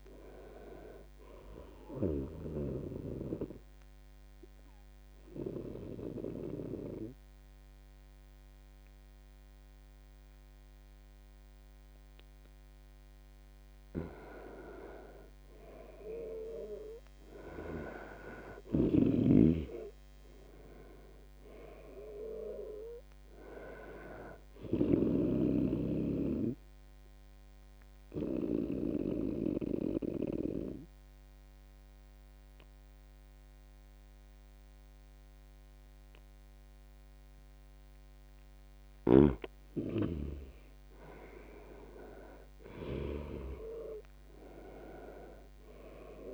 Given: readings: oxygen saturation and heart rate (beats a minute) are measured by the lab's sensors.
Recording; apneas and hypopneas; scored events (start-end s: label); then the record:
breathing in sleep by a microphone on the trachea; 2
0.00-9.00 s: oxygen desaturation (device-marked, oxygen 85% lowest, heart rate 75 extreme)
2.00-13.00 s: obstructive apnea (oxygen 96% before, 87% lowest, heart rate 84 before, 75 extreme, up 12 after)
14.50-18.50 s: arousal
22.00-33.00 s: oxygen desaturation (device-marked, oxygen 99% before, 93% lowest, heart rate 84 before, 77 extreme)
26.00-39.50 s: obstructive apnea (oxygen 99% before, 91% lowest, heart rate 82 before, 72 extreme, up 16 after)
41.00-44.00 s: arousal
43.00-46.34 s: oxygen desaturation (device-marked, oxygen 97% before, 91% lowest, heart rate 80 before, 72 extreme)
From the record:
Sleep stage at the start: N2 (light sleep); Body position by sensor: on the back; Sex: male